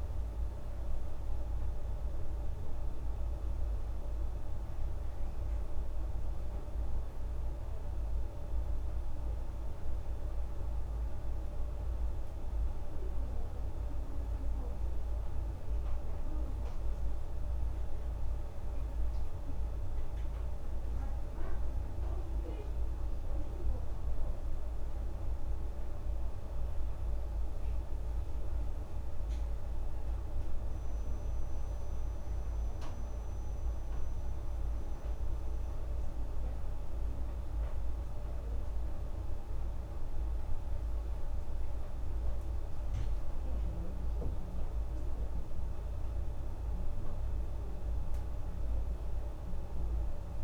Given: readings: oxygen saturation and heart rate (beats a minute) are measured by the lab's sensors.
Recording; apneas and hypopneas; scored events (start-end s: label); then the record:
breathing in sleep, hard to hear, by a room microphone; none
none scored
From the record:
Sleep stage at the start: N2 (light sleep); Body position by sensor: on the back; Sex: female